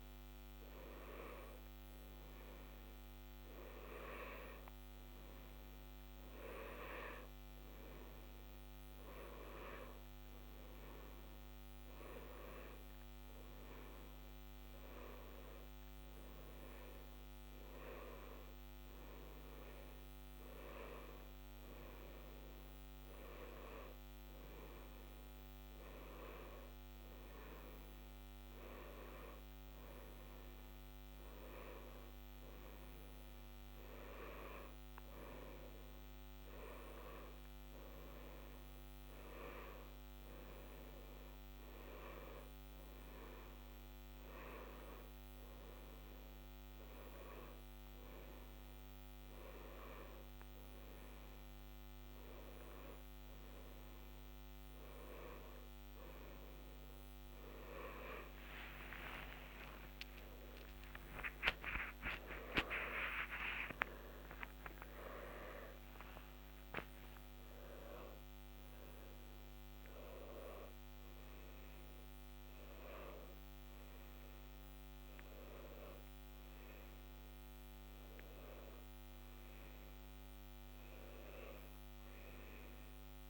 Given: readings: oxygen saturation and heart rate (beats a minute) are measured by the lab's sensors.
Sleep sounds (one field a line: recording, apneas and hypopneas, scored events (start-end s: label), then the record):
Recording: breathing in sleep by a microphone on the trachea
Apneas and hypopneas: none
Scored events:
60.00-65.00 s: arousal
From the record:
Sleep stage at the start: N1 (lightest sleep)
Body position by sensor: on the left side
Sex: male